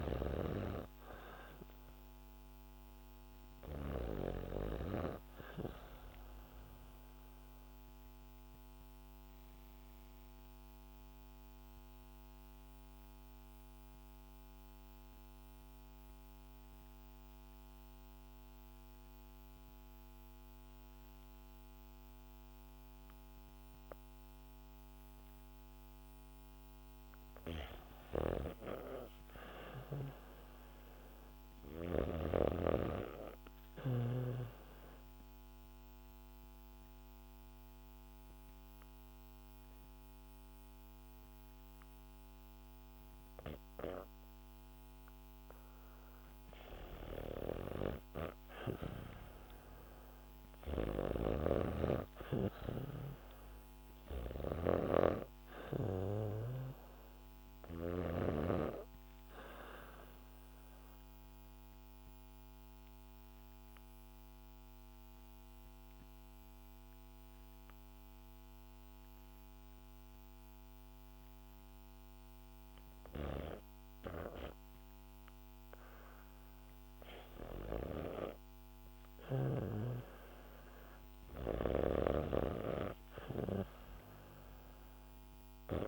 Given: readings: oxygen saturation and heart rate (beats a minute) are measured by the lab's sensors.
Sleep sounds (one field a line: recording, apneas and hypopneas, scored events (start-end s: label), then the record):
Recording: breathing in sleep by a microphone on the trachea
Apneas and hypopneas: 3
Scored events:
0.00-2.50 s: arousal
0.00-4.00 s: snoring (device-marked)
6.00-25.00 s: obstructive apnea (oxygen 99% before, 91% lowest, heart rate 73 before, 57 extreme, up 3 after)
27.50-31.00 s: arousal
31.00-54.00 s: oxygen desaturation (device-marked, oxygen 98% before, 91% lowest, heart rate 64 before, 57 extreme)
35.00-46.00 s: obstructive apnea (oxygen 99% before, 91% lowest, heart rate 63 before, 57 extreme, up 16 after)
39.00-43.00 s: bradycardia (device-marked, heart rate 70 before, 58 extreme)
50.50-58.00 s: snoring (device-marked)
51.00-55.50 s: arousal
59.50-74.50 s: obstructive apnea (oxygen 98% before, 89% lowest, heart rate 67 before, 65 extreme)
78.00-82.00 s: arousal
82.00-85.88 s: oxygen desaturation (device-marked, oxygen 98% before, 91% lowest, heart rate 72 before, 59 extreme)
From the record:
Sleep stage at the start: REM sleep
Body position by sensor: on the back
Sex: female